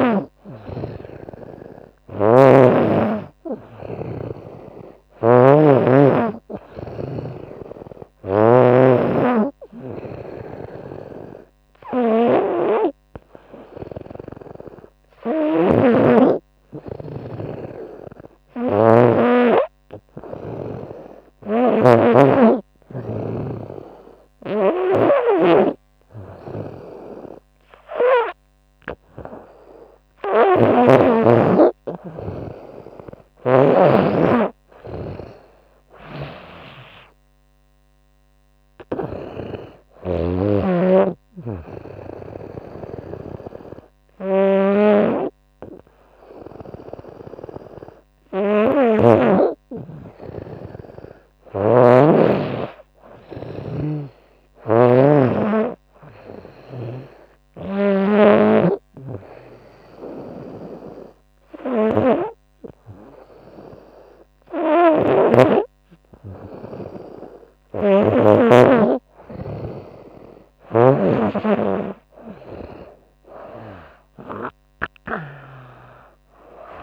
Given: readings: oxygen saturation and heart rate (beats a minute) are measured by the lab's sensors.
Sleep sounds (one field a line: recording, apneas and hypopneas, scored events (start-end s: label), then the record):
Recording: breathing in sleep by a microphone on the trachea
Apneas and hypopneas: 2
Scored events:
1.00-7.50 s: snoring (device-marked)
9.50-33.00 s: snoring (device-marked)
20.00-30.00 s: hypopnea (oxygen 96% before, 95% lowest, heart rate 79 before, 69 extreme, up 5 after)
35.00-42.00 s: snoring (device-marked)
36.50-41.00 s: arousal
44.00-57.00 s: snoring (device-marked)
56.00-66.00 s: hypopnea (oxygen 96% before, 96% lowest, heart rate 77 before, 75 extreme, up 5 after)
64.00-67.50 s: snoring (device-marked)
71.50-75.50 s: arousal
From the record:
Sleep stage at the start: N2 (light sleep)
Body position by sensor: on the right side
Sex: female